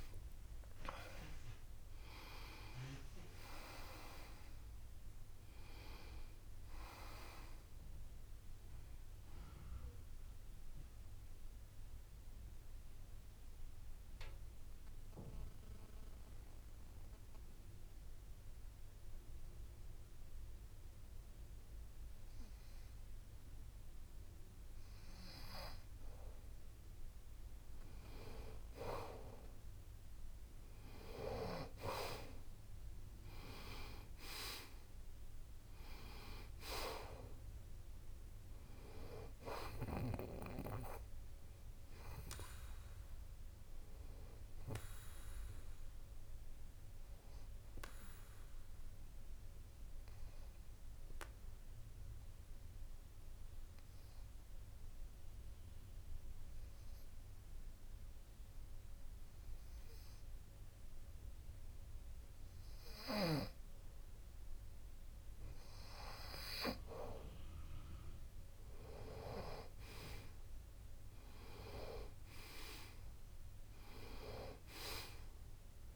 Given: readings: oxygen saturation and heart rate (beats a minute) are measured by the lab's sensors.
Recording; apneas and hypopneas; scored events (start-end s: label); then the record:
a person partly awake in a sleep study, by a room microphone; 2
11.50-75.96 s: new sleep stage, N2 (light sleep)
12.00-28.00 s: obstructive apnea (oxygen 96% before, 92% lowest)
31.00-34.00 s: arousal
35.50-54.50 s: oxygen desaturation (device-marked, oxygen 97% before, 93% lowest)
49.50-65.50 s: obstructive apnea (oxygen 97% before, 92% lowest)
66.50-70.50 s: arousal
70.50-75.96 s: oxygen desaturation (device-marked, oxygen 96% before, 92% lowest)
From the record:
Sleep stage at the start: awake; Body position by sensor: on the back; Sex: male